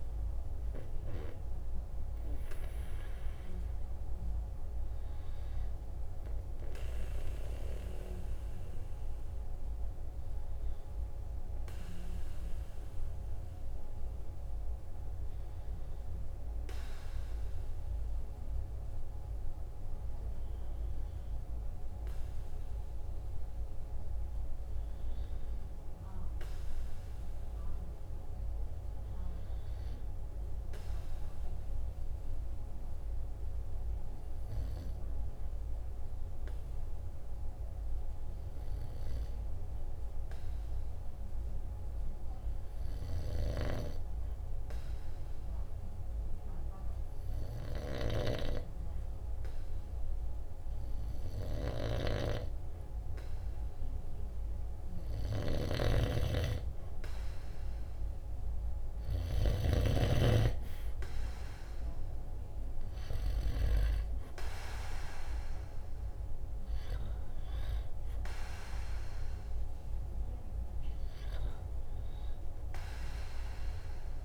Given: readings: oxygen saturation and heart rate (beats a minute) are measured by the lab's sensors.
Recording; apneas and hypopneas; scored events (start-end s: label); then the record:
breathing in sleep by a room microphone; 1
0.00-20.00 s: oxygen desaturation (device-marked, oxygen 92% lowest, heart rate 46 extreme)
25.50-29.50 s: arousal
32.50-54.50 s: obstructive apnea (oxygen 97% before, 94% lowest, heart rate 49 before, 48 extreme, up 1 after)
56.00-59.50 s: arousal
From the record:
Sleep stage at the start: N2 (light sleep); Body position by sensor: on the right side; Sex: male